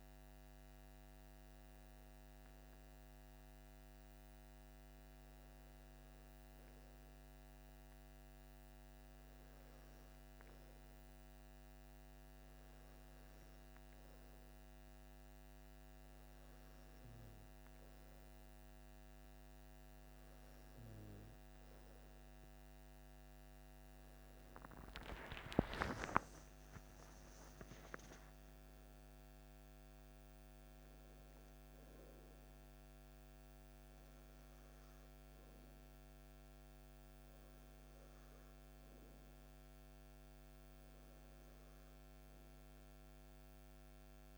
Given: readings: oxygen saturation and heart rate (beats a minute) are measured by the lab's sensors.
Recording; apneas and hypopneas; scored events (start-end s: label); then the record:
breathing in sleep by a microphone on the trachea; none
25.00-30.00 s: arousal
From the record:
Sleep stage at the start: N2 (light sleep); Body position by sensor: on the back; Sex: male